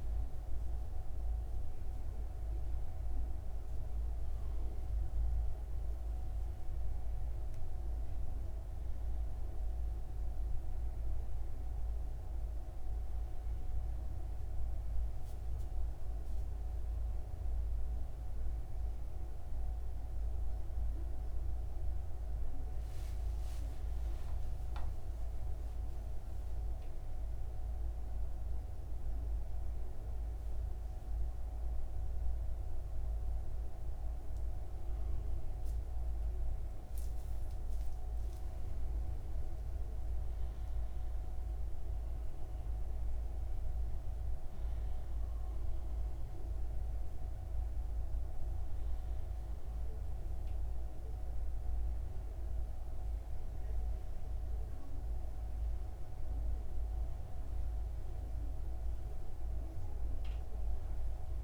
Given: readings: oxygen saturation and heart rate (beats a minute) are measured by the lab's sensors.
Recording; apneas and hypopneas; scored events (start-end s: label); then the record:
a person awake in a sleep study, hard to hear, by a room microphone; none
37.00-61.43 s: new sleep stage, N1 (lightest sleep)
From the record:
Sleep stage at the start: awake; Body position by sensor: on the right side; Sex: male